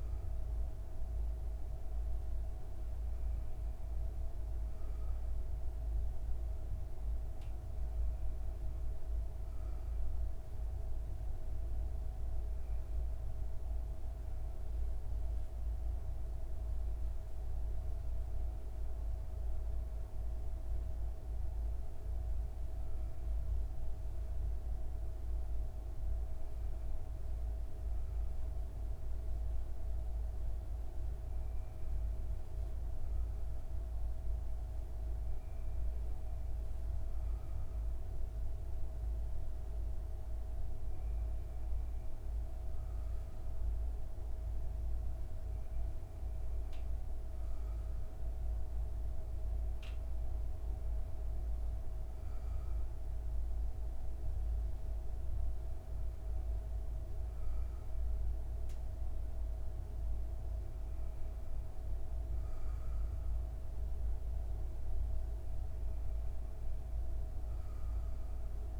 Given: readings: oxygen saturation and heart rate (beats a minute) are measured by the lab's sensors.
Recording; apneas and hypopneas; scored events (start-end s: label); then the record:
breathing in sleep, hard to hear, by a room microphone; none
none scored
From the record:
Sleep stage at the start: N2 (light sleep); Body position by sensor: on the back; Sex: female